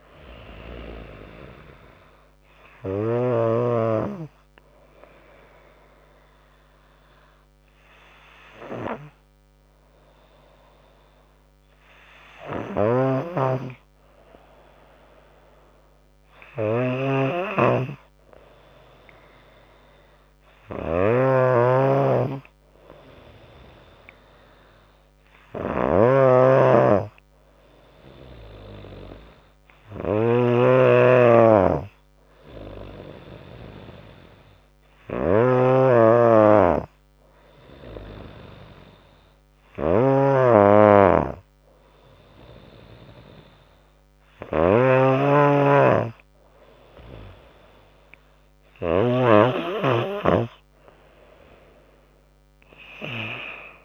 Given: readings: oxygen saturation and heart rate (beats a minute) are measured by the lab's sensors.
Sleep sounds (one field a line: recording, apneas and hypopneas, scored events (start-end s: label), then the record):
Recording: breathing in sleep by a microphone on the trachea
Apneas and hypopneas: none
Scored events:
12.50-49.00 s: snoring (device-marked)
From the record:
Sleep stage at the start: N2 (light sleep)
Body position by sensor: on the back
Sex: female